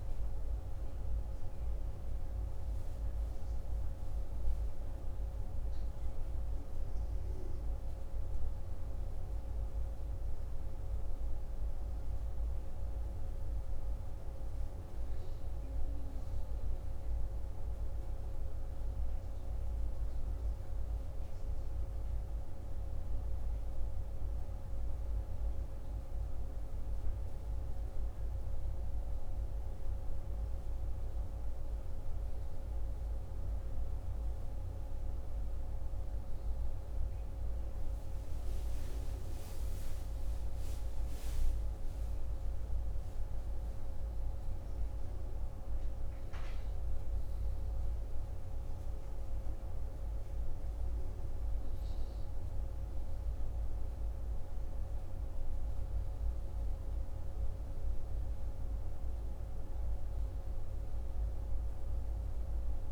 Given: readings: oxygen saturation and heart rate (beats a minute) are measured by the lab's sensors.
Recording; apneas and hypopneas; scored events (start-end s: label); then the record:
a person awake in a sleep study, hard to hear, by a room microphone; none
26.50-62.92 s: new sleep stage, awake
From the record:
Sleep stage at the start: N1 (lightest sleep); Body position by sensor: on the right side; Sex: male